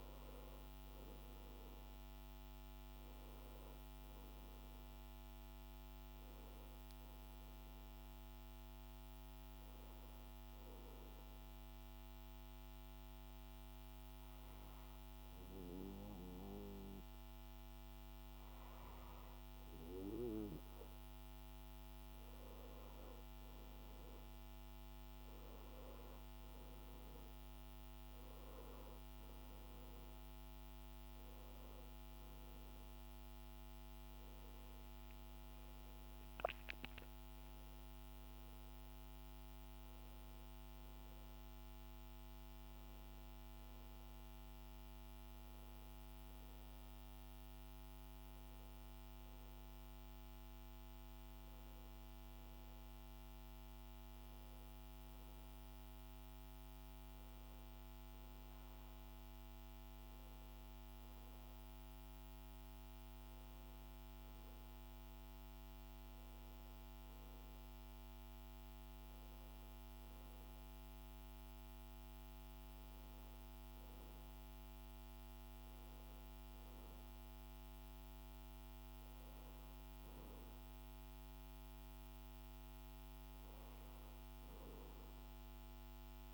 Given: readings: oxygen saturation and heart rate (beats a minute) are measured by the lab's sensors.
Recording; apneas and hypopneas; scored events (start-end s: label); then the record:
breathing in sleep, hard to hear, by a microphone on the trachea; 1
9.50-20.50 s: obstructive apnea (oxygen 96% before, 94% lowest, heart rate 77 before, 72 extreme, up 7 after)
24.00-29.00 s: arousal
From the record:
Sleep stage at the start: N2 (light sleep); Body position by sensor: on the back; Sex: male